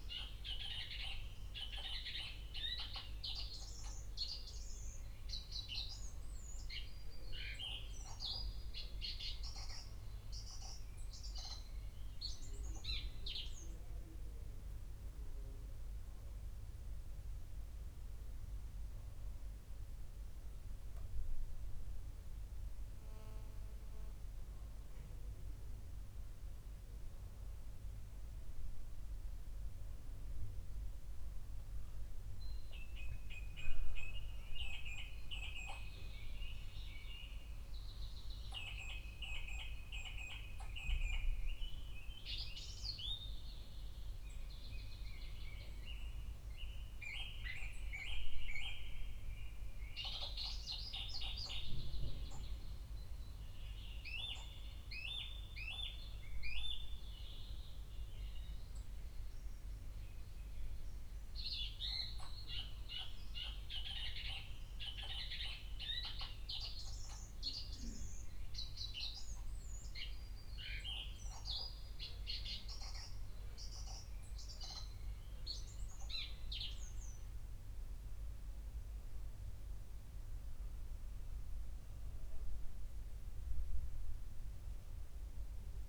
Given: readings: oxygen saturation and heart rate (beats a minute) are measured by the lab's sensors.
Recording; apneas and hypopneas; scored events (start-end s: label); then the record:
breathing in sleep by a room microphone; none
11.00-85.89 s: new sleep stage, N1 (lightest sleep)
34.00-37.50 s: arousal
From the record:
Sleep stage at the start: N2 (light sleep); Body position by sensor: on the back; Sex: male